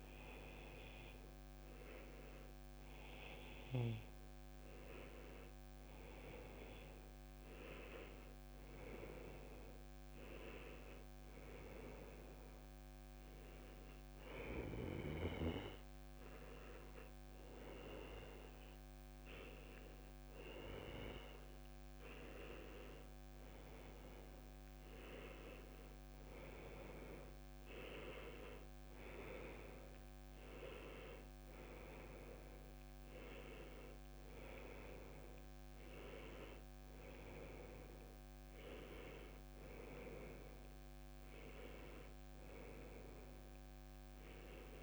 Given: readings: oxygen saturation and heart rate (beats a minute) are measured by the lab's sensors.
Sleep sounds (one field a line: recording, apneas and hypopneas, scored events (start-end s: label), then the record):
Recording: breathing in sleep by a microphone on the trachea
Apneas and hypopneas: 1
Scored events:
5.50-9.00 s: arousal
11.00-22.00 s: hypopnea (oxygen 97% before, 92% lowest, heart rate 80 before, 77 extreme, up 4 after)
23.50-28.50 s: arousal
From the record:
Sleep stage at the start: N1 (lightest sleep)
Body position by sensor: on the back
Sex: male